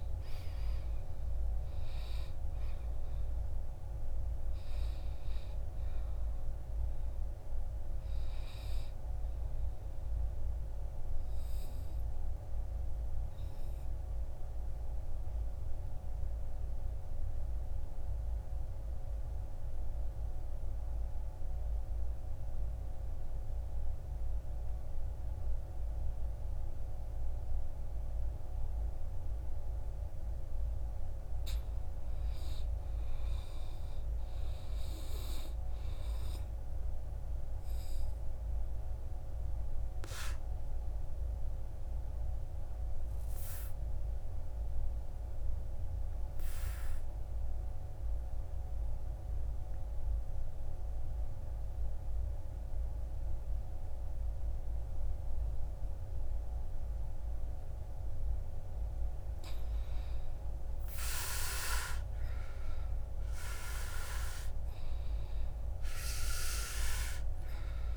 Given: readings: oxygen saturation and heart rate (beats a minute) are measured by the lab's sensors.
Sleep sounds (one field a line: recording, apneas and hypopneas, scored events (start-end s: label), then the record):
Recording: breathing in sleep by a room microphone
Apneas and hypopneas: 2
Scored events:
0.00-21.00 s: oxygen desaturation (device-marked, oxygen 77% lowest, heart rate 52 extreme)
12.00-29.50 s: obstructive apnea (oxygen 97% before, 77% lowest, heart rate 67 before, 52 extreme, up 14 after)
32.00-35.50 s: arousal
32.00-56.00 s: oxygen desaturation (device-marked, oxygen 100% before, 83% lowest, heart rate 54 before, 56 extreme)
39.00-58.00 s: obstructive apnea (oxygen 100% before, 80% lowest, heart rate 58 before, 56 extreme, up 11 after)
60.00-63.00 s: arousal
65.00-67.96 s: oxygen desaturation (device-marked, oxygen 95% before, 80% lowest, heart rate 61 before, 52 extreme)
From the record:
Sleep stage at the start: N2 (light sleep)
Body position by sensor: on the back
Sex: male